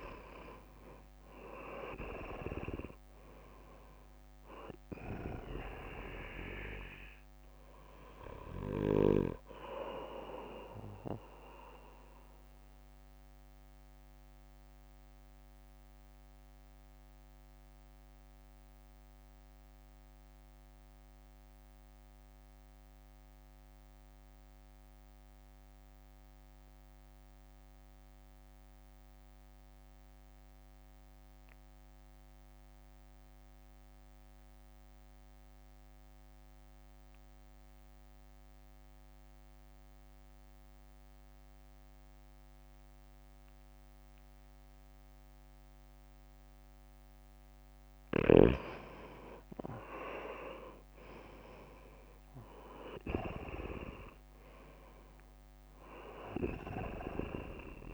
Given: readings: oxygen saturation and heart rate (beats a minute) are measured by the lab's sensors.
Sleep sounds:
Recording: breathing in sleep by a microphone on the trachea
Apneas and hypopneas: 1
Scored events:
0.00-3.00 s: arousal
0.00-13.00 s: drop in pulse transit time (device-marked, heart rate 55 extreme)
0.00-15.00 s: oxygen desaturation (device-marked, oxygen 91% lowest, heart rate 55 extreme)
12.00-47.50 s: mixed apnea (oxygen 98% before, 84% lowest, heart rate 60 before, 54 extreme, up 5 after)
17.00-34.00 s: oxygen desaturation (device-marked, oxygen 92% before, 84% lowest, heart rate 60 before, 58 extreme)
48.00-57.94 s: oxygen desaturation (device-marked, oxygen 98% before, 91% lowest, heart rate 63 before, 54 extreme)
49.00-54.00 s: arousal
50.00-57.94 s: drop in pulse transit time (device-marked, heart rate 63 before, 54 extreme)
From the record:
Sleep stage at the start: REM sleep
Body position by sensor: on the right side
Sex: male

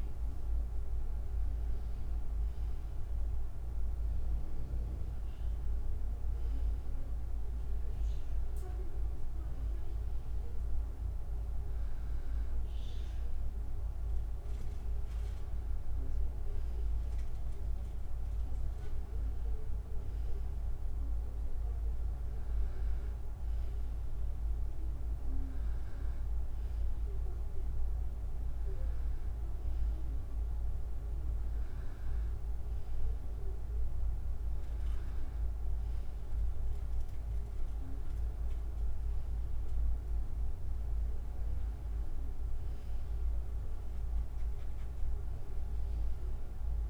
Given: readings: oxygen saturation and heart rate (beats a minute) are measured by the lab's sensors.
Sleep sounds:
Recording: breathing in sleep, hard to hear, by a room microphone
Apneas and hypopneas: none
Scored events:
none scored
From the record:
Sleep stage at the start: N2 (light sleep)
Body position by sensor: on the back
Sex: female

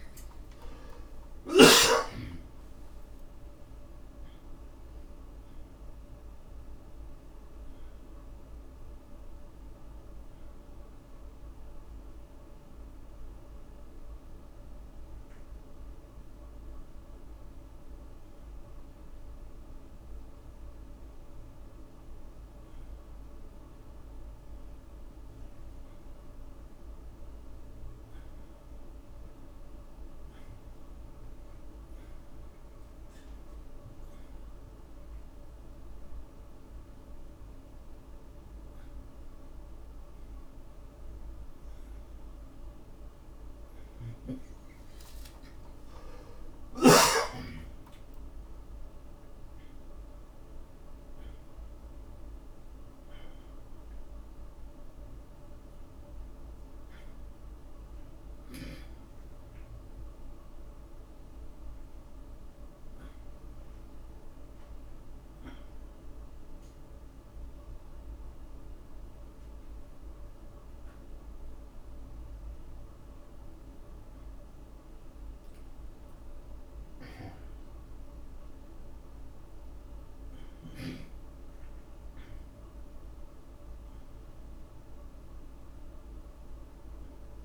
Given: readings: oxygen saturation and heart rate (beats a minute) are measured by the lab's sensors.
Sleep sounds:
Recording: a person partly awake in a sleep study, hard to hear, by a room microphone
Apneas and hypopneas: 2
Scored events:
0.00-2.00 s: snoring (device-marked)
1.00-87.45 s: new sleep stage, N2 (light sleep)
10.00-21.00 s: obstructive apnea (oxygen 97% before, 89% lowest, heart rate 53 before, 65 extreme, up 33 after)
11.00-16.00 s: oxygen desaturation (device-marked, oxygen 97% before, 93% lowest, heart rate 52 before, 65 extreme)
23.00-25.50 s: arousal
28.00-52.00 s: oxygen desaturation (device-marked, oxygen 98% before, 89% lowest)
39.50-44.00 s: arousal
54.00-63.00 s: oxygen desaturation (device-marked, oxygen 93% before, 90% lowest)
65.50-76.00 s: obstructive apnea (oxygen 93% before, 88% lowest)
78.00-83.00 s: arousal
From the record:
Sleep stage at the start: awake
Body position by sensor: on the back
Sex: male

